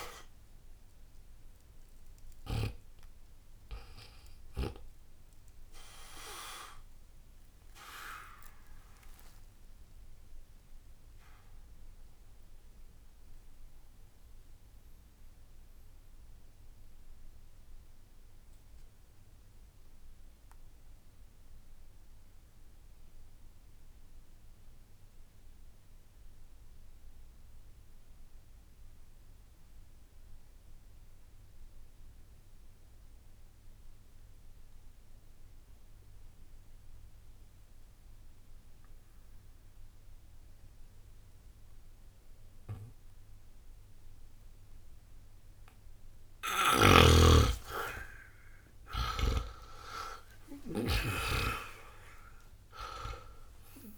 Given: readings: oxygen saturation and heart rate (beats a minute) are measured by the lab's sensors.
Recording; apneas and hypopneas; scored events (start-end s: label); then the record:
breathing in sleep by a room microphone; 1
0.00-24.50 s: oxygen desaturation (device-marked, oxygen 81% lowest, heart rate 59 extreme)
7.00-47.00 s: obstructive apnea (oxygen 96% before, 79% lowest, heart rate 75 before, 59 extreme)
40.50-53.98 s: oxygen desaturation (device-marked, oxygen 99% before, 79% lowest, heart rate 60 before, 60 extreme)
46.50-53.98 s: snoring (device-marked)
52.50-53.98 s: arousal
From the record:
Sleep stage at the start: N2 (light sleep); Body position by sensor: on the back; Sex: male